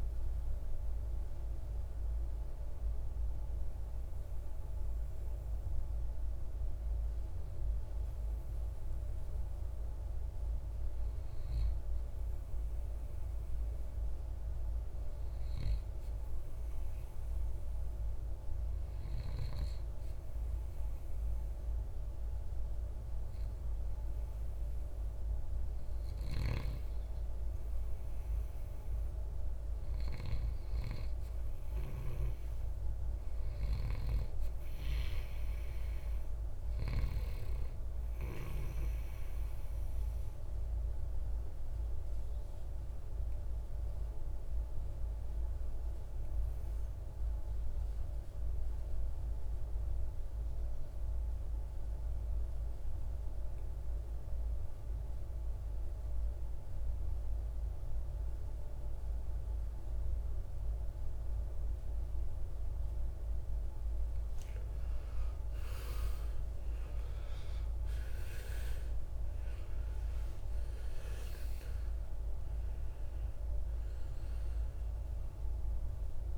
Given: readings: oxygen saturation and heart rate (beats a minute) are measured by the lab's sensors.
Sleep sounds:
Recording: breathing in sleep by a room microphone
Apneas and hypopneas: 1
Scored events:
41.00-62.00 s: obstructive apnea (oxygen 97% before, 90% lowest, heart rate 65 before, 53 extreme, up 24 after)
64.00-67.00 s: arousal
67.00-76.38 s: oxygen desaturation (device-marked, oxygen 95% before, 90% lowest, heart rate 58 before, 55 extreme)
From the record:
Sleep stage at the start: N2 (light sleep)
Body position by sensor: on the right side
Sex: male

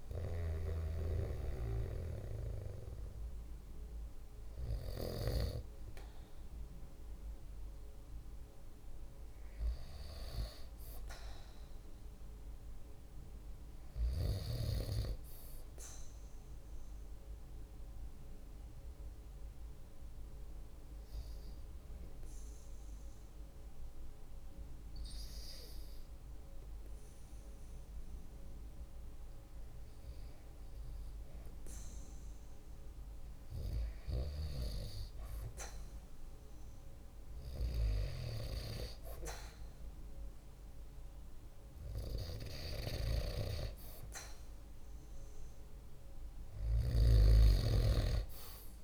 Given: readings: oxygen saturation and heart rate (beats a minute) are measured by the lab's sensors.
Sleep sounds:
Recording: breathing in sleep by a room microphone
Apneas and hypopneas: 1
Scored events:
15.00-29.50 s: obstructive apnea (oxygen 97% before, 94% lowest, heart rate 52 before, 47 extreme, up 0 after)
31.00-35.00 s: arousal
43.00-48.84 s: oxygen desaturation (device-marked, oxygen 97% before, 94% lowest, heart rate 48 before, 49 extreme)
From the record:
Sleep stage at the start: REM sleep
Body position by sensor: on the right side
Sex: male

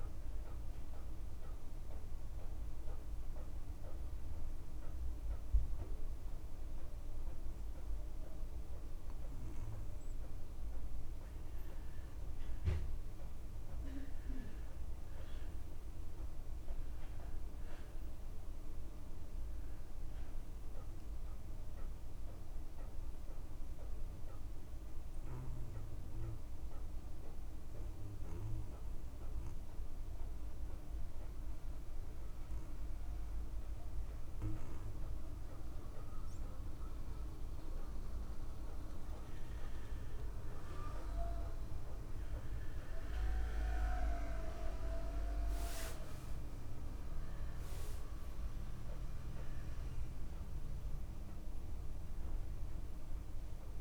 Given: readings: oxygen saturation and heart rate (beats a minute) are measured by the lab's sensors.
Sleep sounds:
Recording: breathing in sleep by a room microphone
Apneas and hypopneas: 2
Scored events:
0.00-17.50 s: oxygen desaturation (device-marked, oxygen 89% lowest)
1.50-11.50 s: mixed apnea (oxygen 95% before, 89% lowest)
6.50-8.50 s: long interval between heartbeats (device-marked)
9.50-11.50 s: long interval between heartbeats (device-marked)
15.50-19.50 s: arousal
25.50-39.00 s: obstructive apnea (oxygen 96% before, 89% lowest)
31.50-40.50 s: oxygen desaturation (device-marked, oxygen 96% before, 92% lowest)
32.50-34.50 s: long interval between heartbeats (device-marked)
38.00-40.00 s: long interval between heartbeats (device-marked)
41.00-45.00 s: arousal
From the record:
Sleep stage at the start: N2 (light sleep)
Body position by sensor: on the back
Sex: male

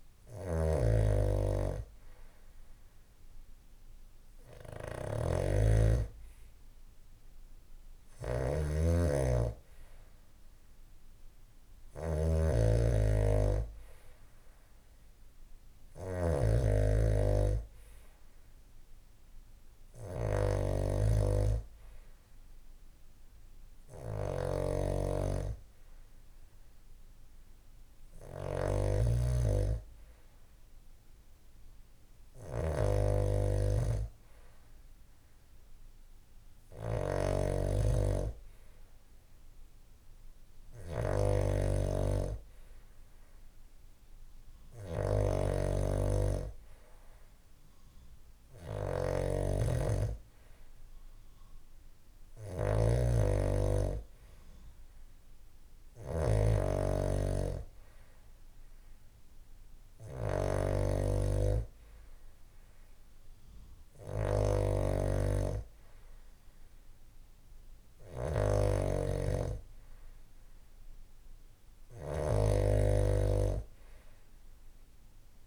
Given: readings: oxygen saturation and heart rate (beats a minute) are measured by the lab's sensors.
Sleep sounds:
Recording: breathing in sleep by a room microphone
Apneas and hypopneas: none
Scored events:
0.00-75.47 s: snoring (device-marked)
From the record:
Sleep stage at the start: N2 (light sleep)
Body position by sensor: on the back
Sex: male

